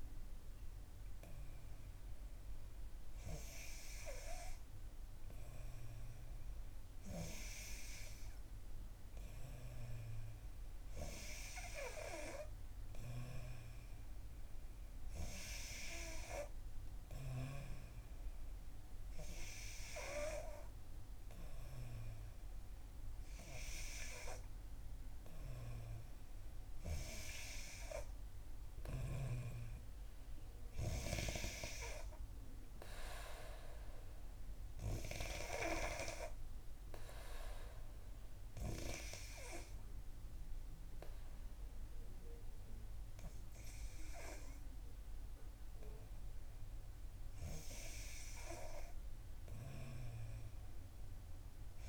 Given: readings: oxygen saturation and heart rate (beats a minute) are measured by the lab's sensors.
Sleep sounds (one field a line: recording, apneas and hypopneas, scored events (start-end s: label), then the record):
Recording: breathing in sleep by a room microphone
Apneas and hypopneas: 1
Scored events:
30.50-32.50 s: long interval between heartbeats (device-marked, heart rate 65 before, 66 extreme)
36.00-47.00 s: obstructive apnea (oxygen 91% before, 88% lowest, heart rate 66 before, 62 extreme, up 3 after)
From the record:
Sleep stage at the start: N3 (deep sleep)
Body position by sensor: on the back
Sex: female